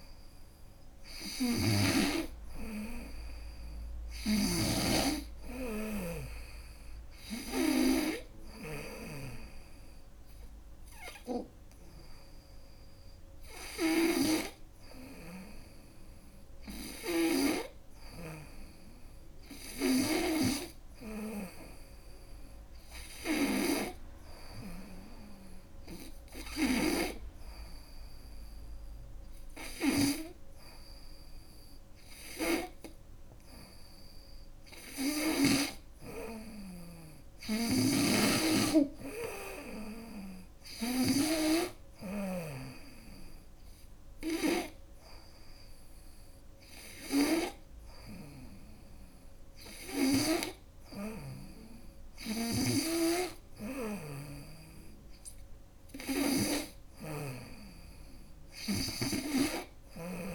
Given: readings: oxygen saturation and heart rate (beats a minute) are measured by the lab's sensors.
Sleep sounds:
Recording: breathing in sleep by a room microphone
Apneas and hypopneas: none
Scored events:
0.50-8.50 s: snoring (device-marked)
26.00-35.00 s: snoring (device-marked)
37.00-42.00 s: snoring (device-marked)
51.50-56.00 s: snoring (device-marked)
58.00-60.34 s: snoring (device-marked)
From the record:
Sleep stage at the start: N2 (light sleep)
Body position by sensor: on the front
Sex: female

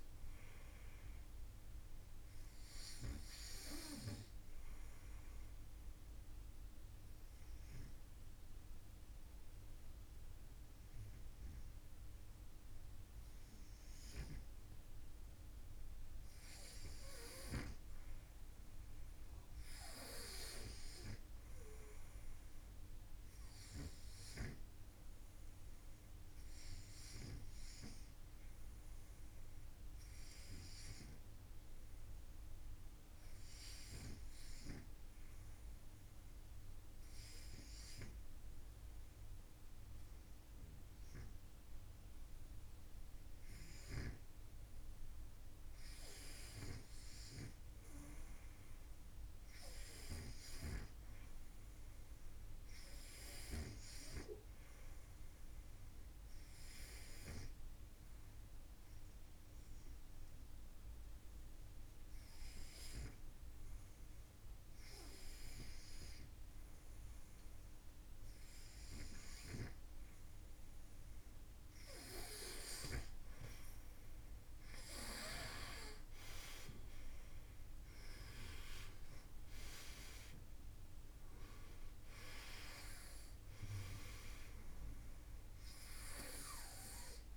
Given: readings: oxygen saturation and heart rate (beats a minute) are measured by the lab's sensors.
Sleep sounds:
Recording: breathing in sleep by a room microphone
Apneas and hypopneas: 3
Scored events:
6.00-16.00 s: obstructive apnea (oxygen 96% before, 91% lowest, heart rate 57 before, 50 extreme, up 2 after)
17.50-21.00 s: arousal
25.00-44.00 s: obstructive apnea (oxygen 96% before, 91% lowest, heart rate 53 before, 49 extreme, up 1 after)
29.50-44.50 s: oxygen desaturation (device-marked, oxygen 96% before, 93% lowest, heart rate 52 before, 49 extreme)
47.00-51.00 s: arousal
58.00-69.00 s: hypopnea (oxygen 96% before, 91% lowest, heart rate 50 before, 51 extreme, up 5 after)
60.50-87.37 s: new sleep stage, N2 (light sleep)
73.00-77.50 s: arousal
From the record:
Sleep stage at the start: REM sleep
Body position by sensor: on the front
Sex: male

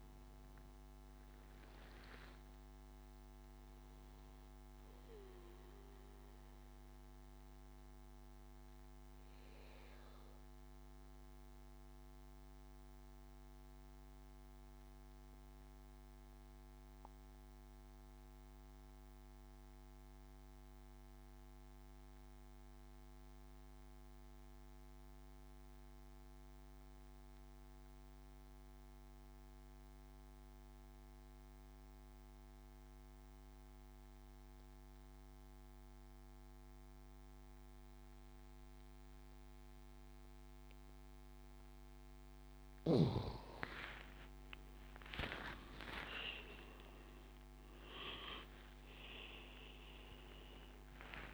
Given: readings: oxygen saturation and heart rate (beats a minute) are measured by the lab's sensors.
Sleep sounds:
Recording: breathing in sleep by a microphone on the trachea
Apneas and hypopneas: 1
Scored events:
0.00-12.50 s: oxygen desaturation (device-marked, oxygen 88% lowest, heart rate 65 extreme)
6.50-40.00 s: mixed apnea (oxygen 98% before, 88% lowest, heart rate 79 before, 64 extreme, up 15 after)
33.50-51.34 s: oxygen desaturation (device-marked, oxygen 99% before, 90% lowest, heart rate 73 before, 61 extreme)
41.50-46.50 s: arousal
From the record:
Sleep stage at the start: N2 (light sleep)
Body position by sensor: on the back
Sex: male

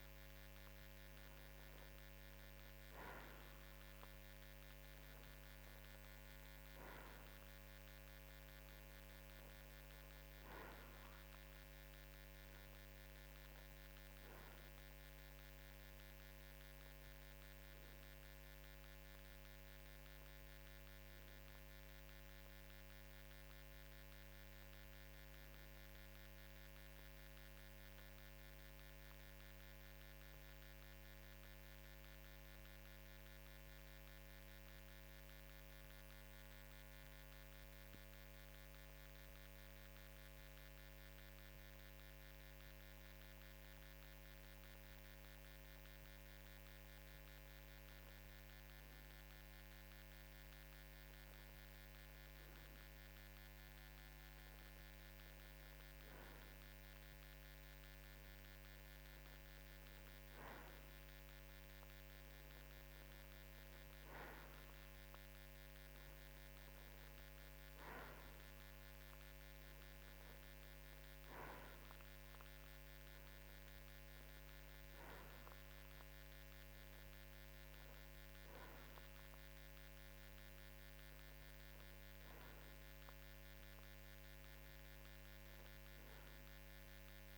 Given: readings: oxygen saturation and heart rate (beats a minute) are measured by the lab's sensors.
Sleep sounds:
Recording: breathing in sleep, hard to hear, by a microphone on the trachea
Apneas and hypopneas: 1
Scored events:
27.50-47.50 s: obstructive apnea (oxygen 94% before, 92% lowest, heart rate 55 before, 49 extreme, up 6 after)
50.50-54.50 s: arousal
From the record:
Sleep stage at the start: N2 (light sleep)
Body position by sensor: on the right side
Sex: male

